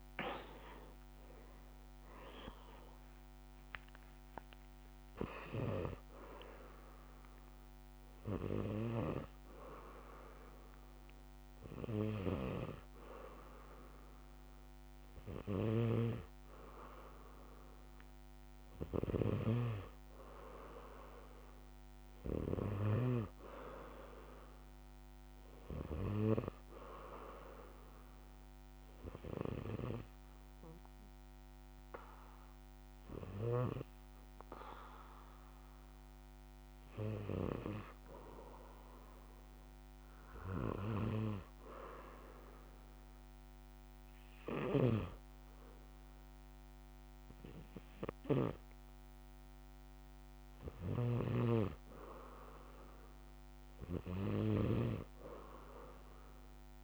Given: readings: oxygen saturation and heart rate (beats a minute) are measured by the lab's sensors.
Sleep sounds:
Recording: breathing in sleep by a microphone on the trachea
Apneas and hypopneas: 1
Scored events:
2.00-10.00 s: oxygen desaturation (device-marked, oxygen 95% before, 91% lowest, heart rate 66 before, 63 extreme)
15.50-19.50 s: snoring (device-marked)
23.50-27.50 s: arousal
30.00-42.00 s: hypopnea (oxygen 97% before, 93% lowest, heart rate 66 before, 62 extreme, up 6 after)
44.50-48.50 s: arousal
51.00-56.84 s: snoring (device-marked)
From the record:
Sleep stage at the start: N2 (light sleep)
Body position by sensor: on the back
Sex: male

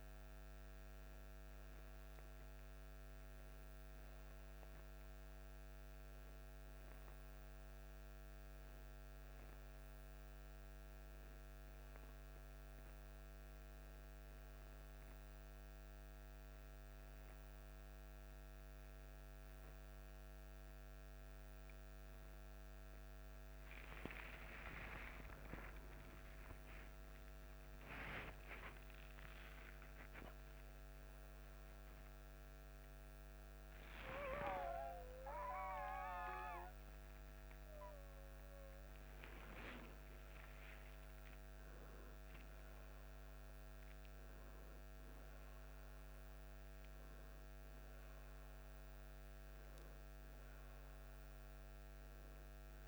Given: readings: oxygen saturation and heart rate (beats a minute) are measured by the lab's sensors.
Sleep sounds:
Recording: breathing in sleep by a microphone on the trachea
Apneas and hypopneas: 1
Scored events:
14.50-30.50 s: hypopnea (oxygen 92% before, 90% lowest, heart rate 49 before, 52 extreme)
33.50-39.00 s: arousal
From the record:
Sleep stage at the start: N2 (light sleep)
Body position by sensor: on the back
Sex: male

